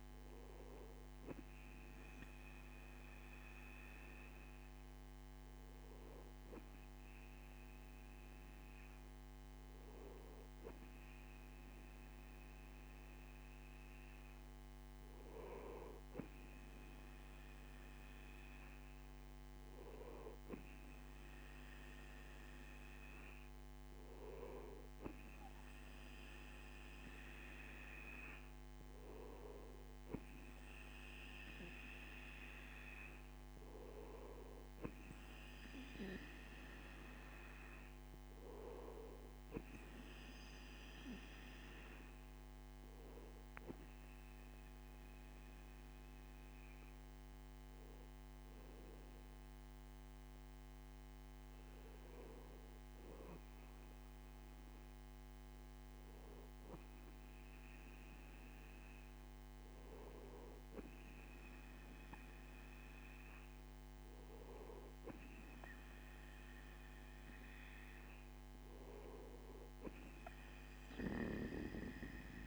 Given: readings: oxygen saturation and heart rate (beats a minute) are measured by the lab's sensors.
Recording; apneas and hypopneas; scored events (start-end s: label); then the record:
breathing in sleep by a microphone on the trachea; none
none scored
From the record:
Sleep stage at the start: N2 (light sleep); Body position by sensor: on the right side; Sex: male